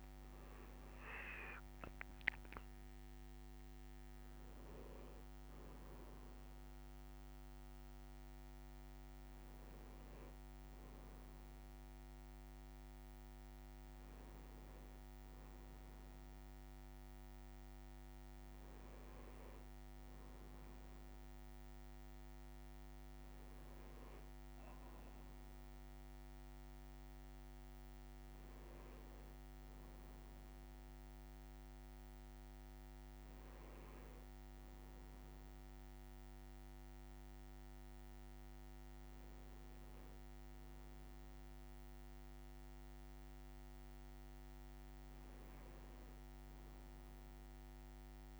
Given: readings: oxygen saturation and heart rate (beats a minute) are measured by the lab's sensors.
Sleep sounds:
a person awake in a sleep study, hard to hear, by a microphone on the trachea; none
none scored
From the record:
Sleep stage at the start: awake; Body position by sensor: on the right side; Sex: male

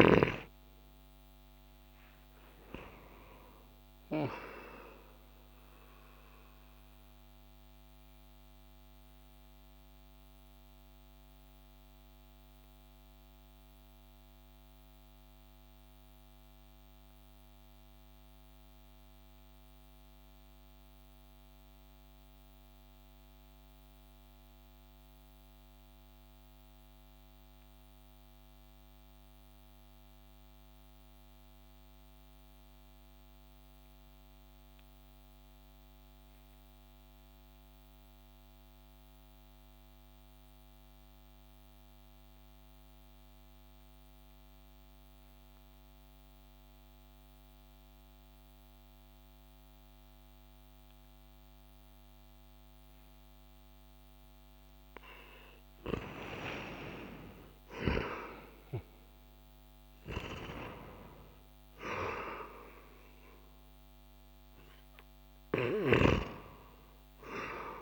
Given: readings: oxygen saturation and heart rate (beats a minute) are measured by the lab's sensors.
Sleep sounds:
breathing in sleep by a microphone on the trachea; 1
0.00-20.00 s: oxygen desaturation (device-marked, oxygen 89% lowest)
6.50-53.00 s: mixed apnea (oxygen 96% before, 88% lowest)
39.00-67.82 s: oxygen desaturation (device-marked, oxygen 98% before, 90% lowest)
54.50-59.50 s: arousal
From the record:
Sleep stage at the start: N2 (light sleep); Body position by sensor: on the back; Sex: male

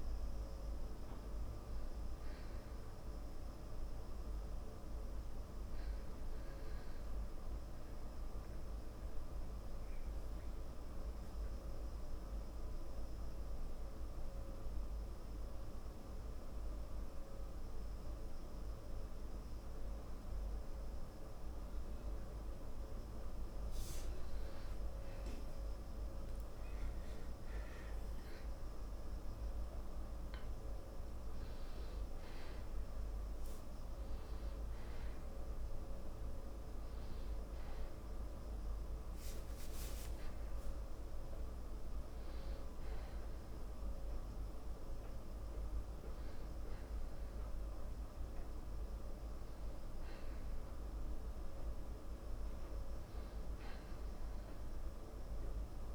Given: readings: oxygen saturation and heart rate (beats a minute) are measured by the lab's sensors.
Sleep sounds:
breathing in sleep, hard to hear, by a room microphone; 1
0.00-18.50 s: oxygen desaturation (device-marked, oxygen 91% lowest, heart rate 54 extreme)
6.50-23.50 s: mixed apnea (oxygen 96% before, 90% lowest, heart rate 60 before, 54 extreme, up 3 after)
25.50-29.50 s: arousal
30.50-50.50 s: oxygen desaturation (device-marked, oxygen 97% before, 90% lowest, heart rate 56 before, 55 extreme)
53.00-55.95 s: arousal
From the record:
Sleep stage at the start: N2 (light sleep); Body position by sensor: on the back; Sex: male

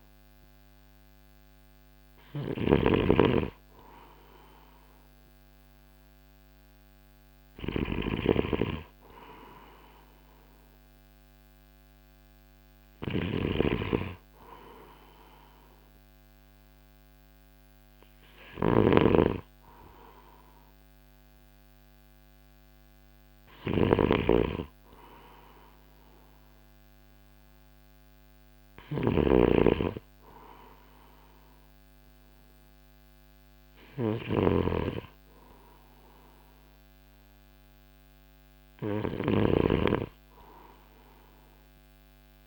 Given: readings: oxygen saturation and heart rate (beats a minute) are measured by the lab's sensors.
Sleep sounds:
breathing in sleep by a microphone on the trachea; none
0.00-42.47 s: snoring (device-marked)
From the record:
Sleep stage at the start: N2 (light sleep); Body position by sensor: on the right side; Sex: male

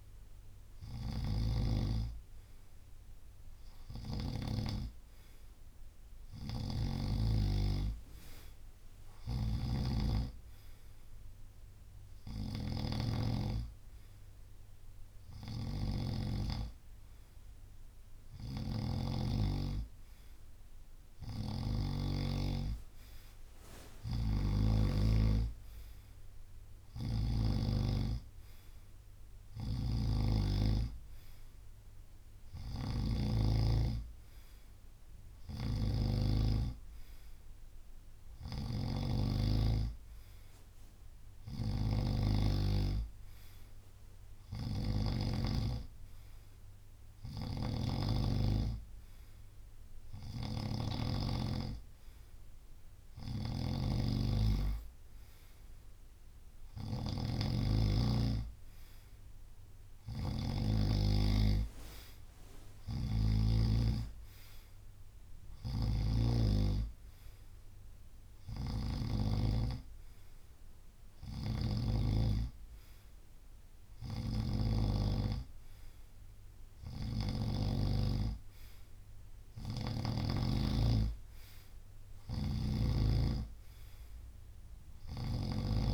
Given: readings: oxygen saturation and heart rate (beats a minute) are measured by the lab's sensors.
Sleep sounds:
breathing in sleep by a room microphone; none
0.00-4.50 s: snoring (device-marked)
9.00-19.00 s: snoring (device-marked)
21.00-27.50 s: snoring (device-marked)
29.50-45.00 s: snoring (device-marked)
47.00-51.00 s: snoring (device-marked)
53.00-60.50 s: snoring (device-marked)
58.00-69.00 s: drop in pulse transit time (device-marked, heart rate 69 before, 70 extreme)
62.50-72.00 s: snoring (device-marked)
74.00-77.50 s: snoring (device-marked)
80.00-85.94 s: drop in pulse transit time (device-marked, heart rate 70 before, 70 extreme)
82.00-85.94 s: snoring (device-marked)
From the record:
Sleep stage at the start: N2 (light sleep); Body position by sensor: on the right side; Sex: male

